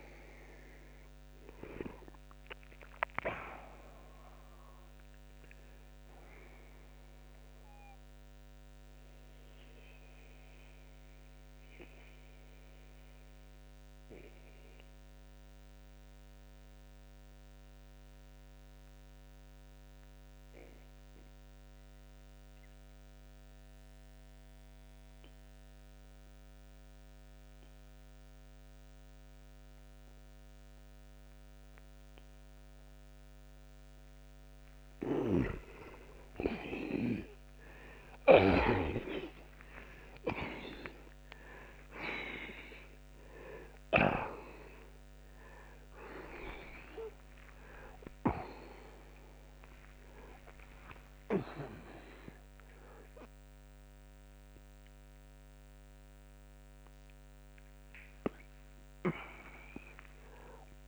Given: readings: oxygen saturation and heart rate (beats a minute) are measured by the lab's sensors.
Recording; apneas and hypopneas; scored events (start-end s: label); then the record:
a person awake in a sleep study, by a microphone on the trachea; 1
0.00-4.00 s: arousal
7.00-34.00 s: mixed apnea (oxygen 97% before, 82% lowest, heart rate 88 before, 61 extreme)
17.50-32.50 s: oxygen desaturation (device-marked, oxygen 96% before, 90% lowest, heart rate 87 before, 61 extreme)
22.50-60.87 s: new sleep stage, awake
35.00-44.00 s: snoring (device-marked)
43.50-60.87 s: oxygen desaturation (device-marked, oxygen 93% before, 89% lowest)
From the record:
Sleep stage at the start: N2 (light sleep); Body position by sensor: on the back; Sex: male